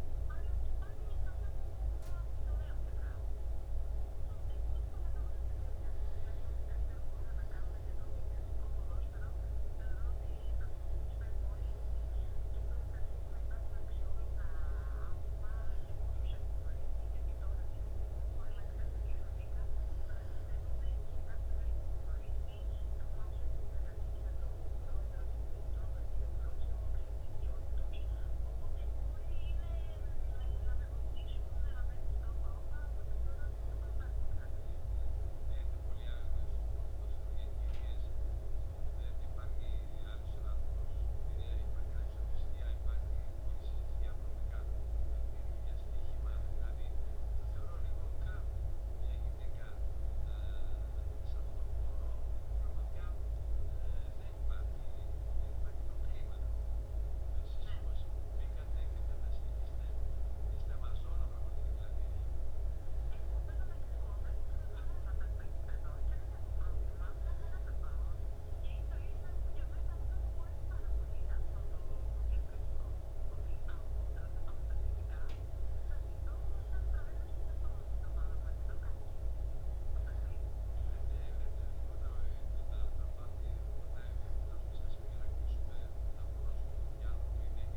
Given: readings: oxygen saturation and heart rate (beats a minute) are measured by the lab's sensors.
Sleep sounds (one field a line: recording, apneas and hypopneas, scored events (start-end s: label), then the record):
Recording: breathing in sleep, hard to hear, by a room microphone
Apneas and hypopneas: 1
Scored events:
12.50-16.50 s: arousal
21.50-33.00 s: hypopnea (oxygen 97% before, 95% lowest, heart rate 66 before, 66 extreme, up 1 after)
36.00-38.50 s: arousal
From the record:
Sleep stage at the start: N2 (light sleep)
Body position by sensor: on the back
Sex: male